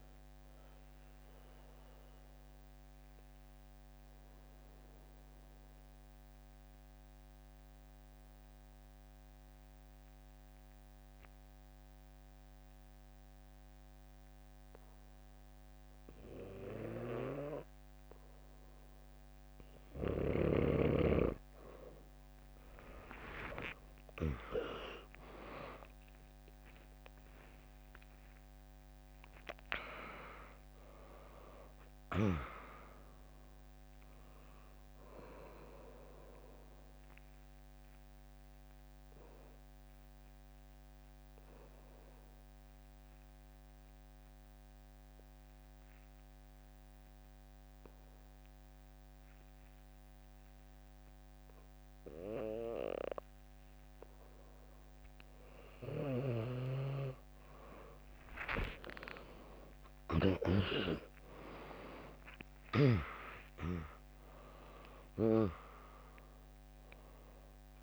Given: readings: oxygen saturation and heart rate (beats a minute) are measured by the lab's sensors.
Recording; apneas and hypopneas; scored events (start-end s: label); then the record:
breathing in sleep by a microphone on the trachea; 2
0.00-13.00 s: drop in pulse transit time (device-marked, heart rate 63 extreme)
0.00-13.00 s: oxygen desaturation (device-marked, oxygen 95% lowest, heart rate 59 extreme)
0.50-19.00 s: obstructive apnea (oxygen 100% before, 95% lowest, heart rate 65 before, 59 extreme, up 2 after)
14.00-16.00 s: bradycardia (device-marked, heart rate 76 before, 66 extreme)
20.00-22.00 s: bradycardia (device-marked, heart rate 76 before, 60 extreme)
22.50-27.50 s: arousal
25.00-49.00 s: oxygen desaturation (device-marked, oxygen 100% before, 95% lowest, heart rate 71 before, 59 extreme)
26.00-37.00 s: drop in pulse transit time (device-marked, heart rate 70 before, 61 extreme)
36.50-53.50 s: obstructive apnea (oxygen 100% before, 95% lowest, heart rate 69 before, 59 extreme)
58.00-63.00 s: arousal
62.00-67.83 s: drop in pulse transit time (device-marked, heart rate 62 before, 65 extreme)
65.00-67.83 s: oxygen desaturation (device-marked, oxygen 99% before, 95% lowest, heart rate 63 before, 57 extreme)
From the record:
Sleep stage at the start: N2 (light sleep); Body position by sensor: on the back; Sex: female